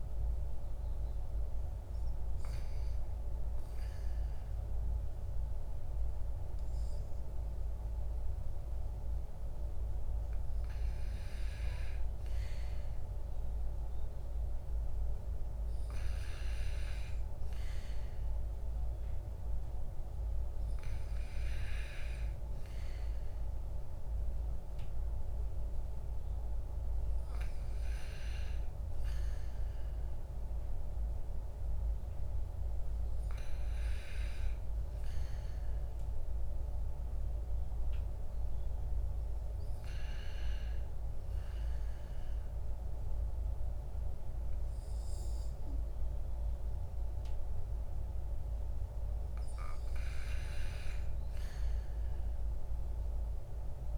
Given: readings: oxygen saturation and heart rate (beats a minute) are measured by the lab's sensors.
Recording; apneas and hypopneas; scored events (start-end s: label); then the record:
breathing in sleep, hard to hear, by a room microphone; none
30.00-53.98 s: new sleep stage, REM sleep
From the record:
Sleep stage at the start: N2 (light sleep); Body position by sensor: on the back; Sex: male